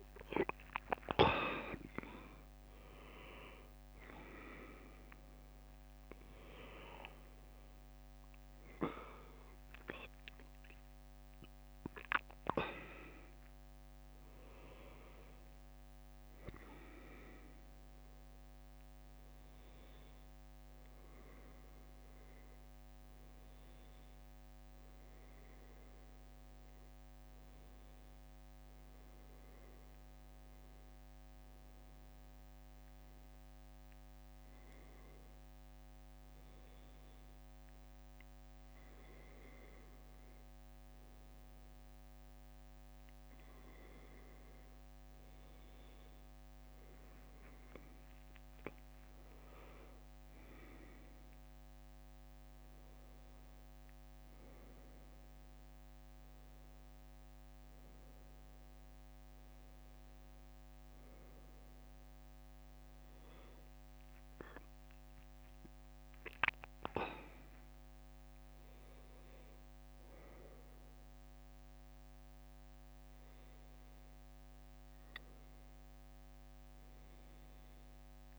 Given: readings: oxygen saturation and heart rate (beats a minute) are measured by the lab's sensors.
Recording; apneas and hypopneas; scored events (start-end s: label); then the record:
breathing in sleep by a microphone on the trachea; none
0.00-1.50 s: leg movement (device-marked)
5.50-78.39 s: new sleep stage, N1 (lightest sleep)
47.00-48.00 s: leg movement (device-marked)
64.00-66.50 s: leg movement (device-marked)
From the record:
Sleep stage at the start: N2 (light sleep); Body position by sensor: on the back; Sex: male